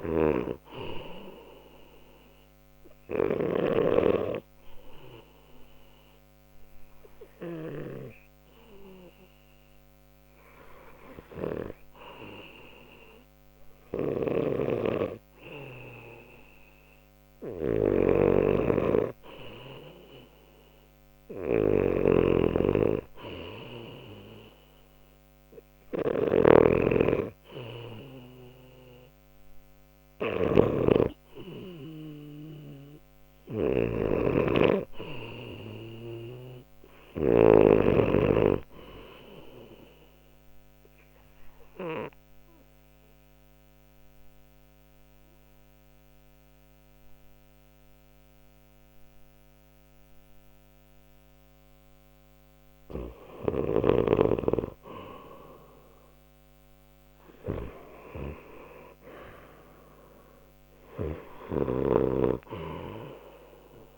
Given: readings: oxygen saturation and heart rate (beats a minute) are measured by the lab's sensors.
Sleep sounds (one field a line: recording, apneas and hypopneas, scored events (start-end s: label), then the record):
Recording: breathing in sleep by a microphone on the trachea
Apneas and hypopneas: 2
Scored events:
0.00-10.50 s: oxygen desaturation (device-marked, oxygen 87% lowest, heart rate 60 extreme)
3.50-16.00 s: obstructive apnea (oxygen 94% before, 85% lowest, heart rate 64 before, 60 extreme, up 5 after)
14.00-37.50 s: snoring (device-marked)
20.00-25.50 s: arousal
23.50-40.50 s: oxygen desaturation (device-marked, oxygen 95% before, 89% lowest, heart rate 62 before, 62 extreme)
41.50-53.00 s: obstructive apnea (oxygen 95% before, 85% lowest, heart rate 66 before, 62 extreme, up 3 after)
49.50-63.98 s: new sleep stage, N2 (light sleep)
54.50-59.00 s: arousal
61.50-63.98 s: snoring (device-marked)
From the record:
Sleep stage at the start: REM sleep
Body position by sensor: on the left side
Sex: male